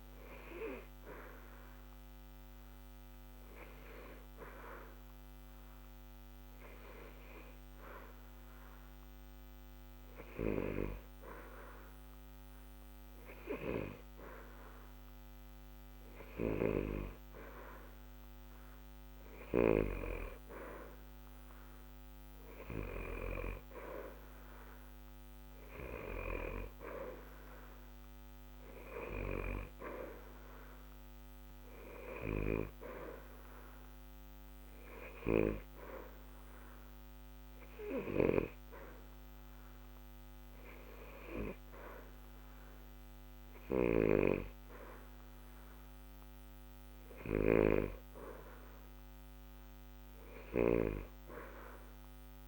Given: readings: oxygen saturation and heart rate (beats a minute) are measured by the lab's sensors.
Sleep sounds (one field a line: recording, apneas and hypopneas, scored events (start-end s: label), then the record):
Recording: breathing in sleep by a microphone on the trachea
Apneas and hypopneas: 2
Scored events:
1.50-15.00 s: hypopnea (oxygen 90% before, 88% lowest, heart rate 60 before, 60 extreme, up 0 after)
18.00-21.50 s: arousal
35.00-47.50 s: obstructive apnea (oxygen 91% before, 88% lowest, heart rate 60 before, 60 extreme, up 0 after)
51.00-52.48 s: arousal
From the record:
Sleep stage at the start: N2 (light sleep)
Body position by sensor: on the back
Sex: male